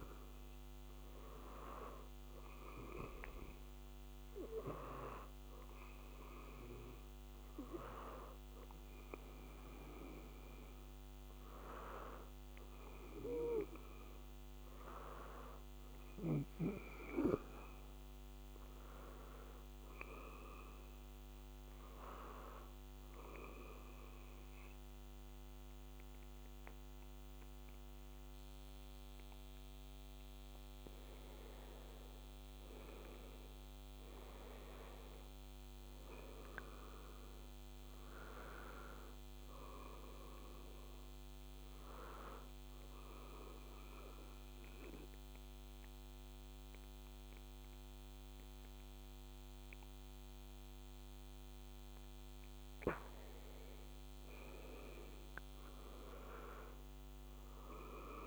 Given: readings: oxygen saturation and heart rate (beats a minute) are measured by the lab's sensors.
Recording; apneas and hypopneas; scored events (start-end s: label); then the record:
breathing in sleep by a microphone on the trachea; 2
15.50-19.00 s: arousal
22.00-32.00 s: obstructive apnea (oxygen 93% before, 88% lowest, heart rate 83 before, 82 extreme, up 3 after)
33.00-36.00 s: arousal
38.00-53.00 s: oxygen desaturation (device-marked, oxygen 94% before, 88% lowest, heart rate 85 before, 79 extreme)
42.00-52.50 s: obstructive apnea (oxygen 94% before, 86% lowest, heart rate 85 before, 79 extreme, up 2 after)
53.50-57.00 s: arousal
From the record:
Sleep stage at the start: N2 (light sleep); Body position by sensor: on the back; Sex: male